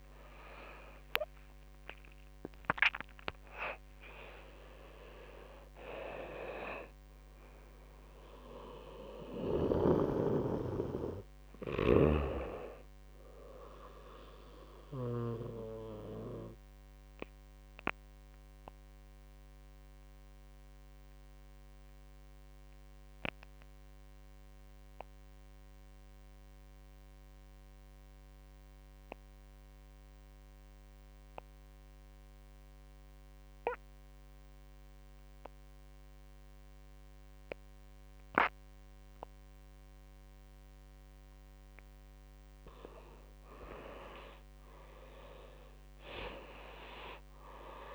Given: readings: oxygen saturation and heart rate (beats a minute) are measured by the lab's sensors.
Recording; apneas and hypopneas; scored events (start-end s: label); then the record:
breathing in sleep by a microphone on the trachea; 1
0.00-2.50 s: arousal
0.00-11.50 s: oxygen desaturation (device-marked, oxygen 88% lowest)
11.00-14.50 s: snoring (device-marked)
15.00-39.50 s: obstructive apnea (oxygen 96% before, 88% lowest)
37.50-47.95 s: oxygen desaturation (device-marked, oxygen 99% before, 92% lowest)
41.50-45.50 s: arousal
From the record:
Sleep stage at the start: N2 (light sleep); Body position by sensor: on the right side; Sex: male